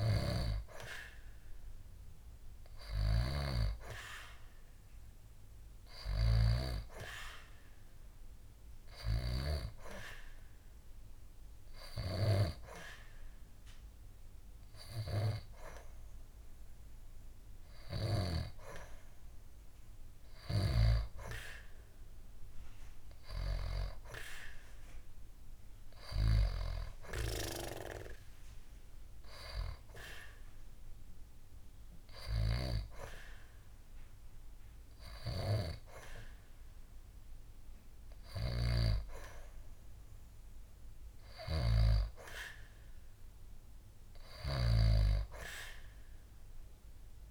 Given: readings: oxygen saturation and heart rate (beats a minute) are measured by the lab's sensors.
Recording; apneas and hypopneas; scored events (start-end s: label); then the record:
breathing in sleep by a room microphone; none
none scored
From the record:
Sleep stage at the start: N2 (light sleep); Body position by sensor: on the back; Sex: female